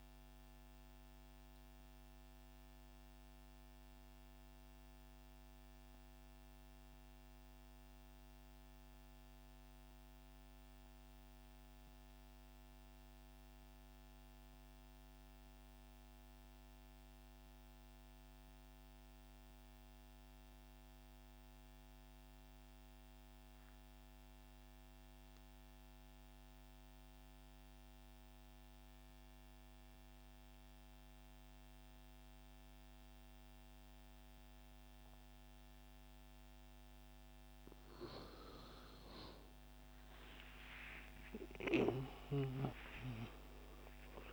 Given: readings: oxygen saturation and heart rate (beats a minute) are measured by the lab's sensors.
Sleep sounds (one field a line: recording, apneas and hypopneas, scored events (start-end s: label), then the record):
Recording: breathing in sleep by a microphone on the trachea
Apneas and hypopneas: 1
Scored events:
0.00-2.00 s: oxygen desaturation (device-marked, oxygen 91% lowest, heart rate 74 extreme)
0.50-36.50 s: mixed apnea (oxygen 97% before, 89% lowest, heart rate 121 before, 95 extreme)
31.00-44.33 s: oxygen desaturation (device-marked, oxygen 98% before, 89% lowest, heart rate 157 before, 113 extreme)
39.00-44.33 s: arousal
From the record:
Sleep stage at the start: N2 (light sleep)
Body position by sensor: on the right side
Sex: male